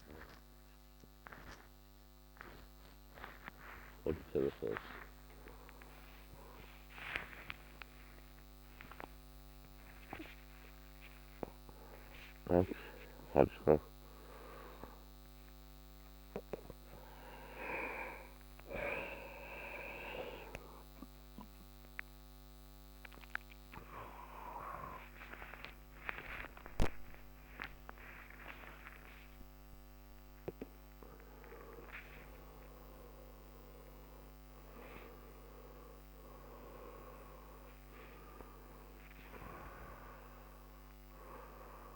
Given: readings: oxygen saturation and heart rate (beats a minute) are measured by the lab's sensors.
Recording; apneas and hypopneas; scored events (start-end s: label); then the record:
a person awake in a sleep study, by a microphone on the trachea; none
4.00-12.00 s: snoring (device-marked)
From the record:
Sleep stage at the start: awake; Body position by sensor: on the back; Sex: male